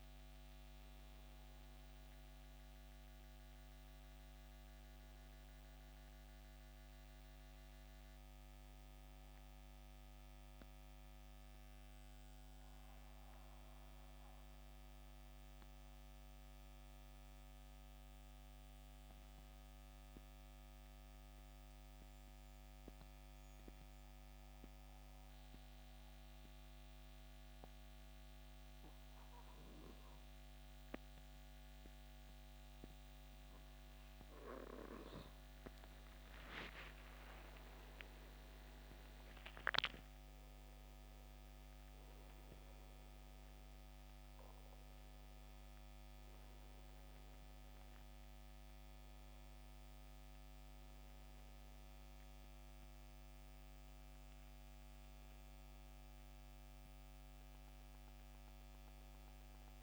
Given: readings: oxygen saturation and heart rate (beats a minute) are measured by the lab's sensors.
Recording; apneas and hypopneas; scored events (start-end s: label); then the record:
breathing in sleep by a microphone on the trachea; 1
0.00-26.50 s: oxygen desaturation (device-marked, oxygen 91% lowest, heart rate 63 extreme)
12.50-34.50 s: mixed apnea (oxygen 97% before, 86% lowest, heart rate 75 before, 63 extreme, up 15 after)
36.00-41.00 s: arousal
37.50-59.83 s: oxygen desaturation (device-marked, oxygen 95% before, 86% lowest, heart rate 66 before, 64 extreme)
From the record:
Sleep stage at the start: N2 (light sleep); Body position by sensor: on the back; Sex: male